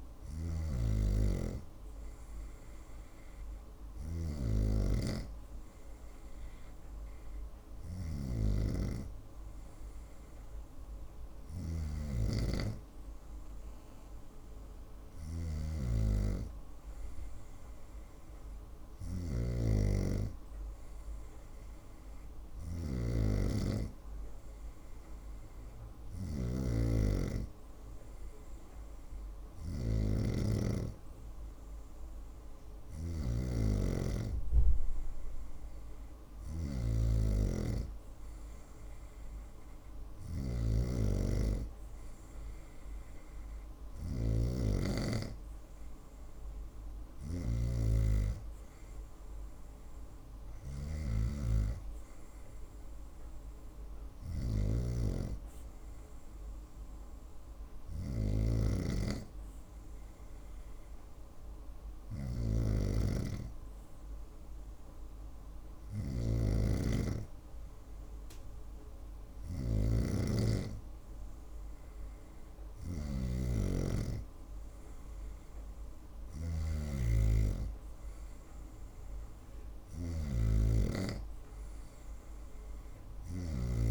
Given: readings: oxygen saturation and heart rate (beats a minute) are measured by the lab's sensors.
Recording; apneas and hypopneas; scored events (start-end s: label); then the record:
breathing in sleep by a room microphone; none
0.00-4.00 s: snoring (device-marked)
14.50-26.00 s: snoring (device-marked)
32.50-54.00 s: snoring (device-marked)
61.50-83.91 s: snoring (device-marked)
From the record:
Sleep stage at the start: N2 (light sleep); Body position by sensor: on the right side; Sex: female